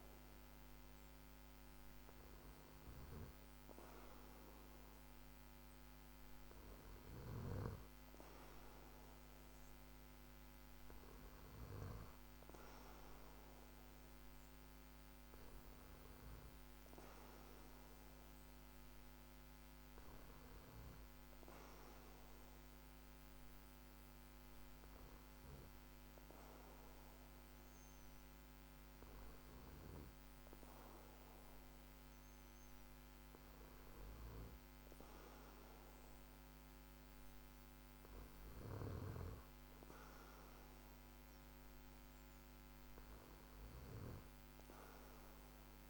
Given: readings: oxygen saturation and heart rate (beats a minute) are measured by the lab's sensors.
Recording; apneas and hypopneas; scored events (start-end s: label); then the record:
breathing in sleep, hard to hear, by a microphone on the trachea; none
none scored
From the record:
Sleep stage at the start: N2 (light sleep); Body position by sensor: on the back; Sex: male